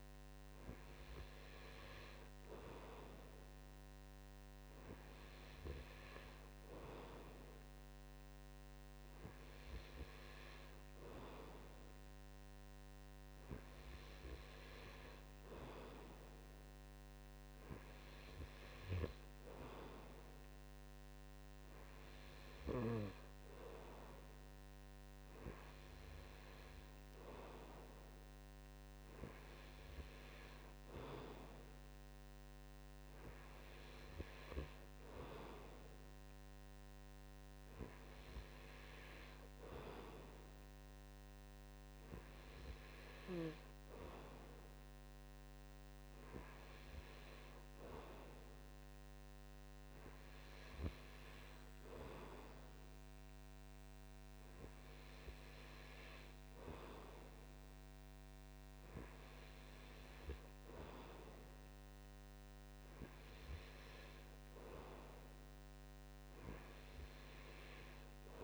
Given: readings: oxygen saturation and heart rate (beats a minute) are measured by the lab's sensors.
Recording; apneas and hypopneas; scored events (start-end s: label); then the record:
breathing in sleep by a microphone on the trachea; none
none scored
From the record:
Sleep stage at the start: N2 (light sleep); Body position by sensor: on the right side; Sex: male